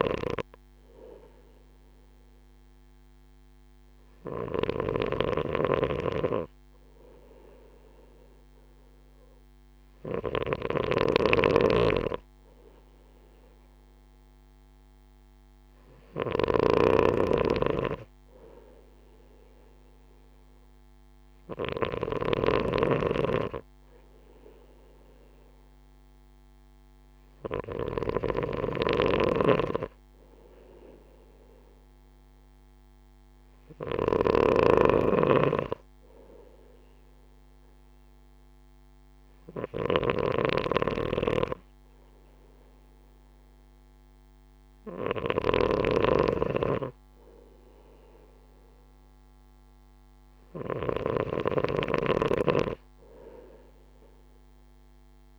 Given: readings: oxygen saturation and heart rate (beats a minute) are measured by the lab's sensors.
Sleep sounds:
breathing in sleep by a microphone on the trachea; none
0.00-28.00 s: snoring (device-marked)
34.00-55.39 s: snoring (device-marked)
From the record:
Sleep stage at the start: N2 (light sleep); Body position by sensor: on the right side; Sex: male

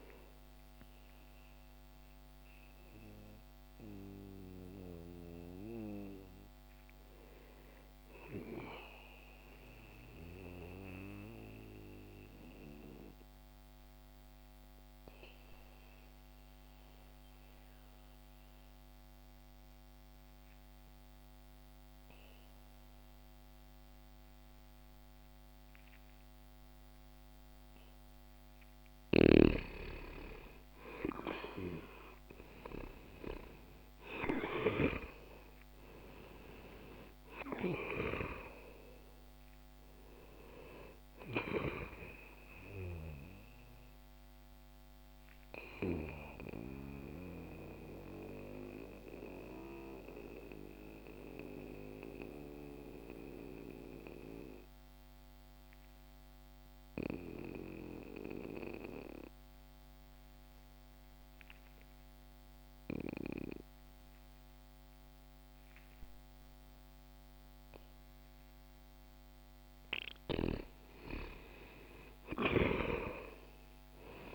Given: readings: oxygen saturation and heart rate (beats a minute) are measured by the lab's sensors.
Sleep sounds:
breathing in sleep by a microphone on the trachea; 2
6.50-18.50 s: oxygen desaturation (device-marked, oxygen 88% before, 84% lowest, heart rate 61 before, 59 extreme)
8.00-28.50 s: mixed apnea (oxygen 92% before, 84% lowest, heart rate 61 before, 59 extreme, up 1 after)
31.00-34.50 s: arousal
33.50-66.50 s: oxygen desaturation (device-marked, oxygen 97% before, 86% lowest, heart rate 61 before, 59 extreme)
43.50-69.50 s: mixed apnea (oxygen 98% before, 86% lowest, heart rate 60 before, 60 extreme, up 0 after)
72.00-74.35 s: arousal
From the record:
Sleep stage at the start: N2 (light sleep); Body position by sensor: on the back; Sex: male

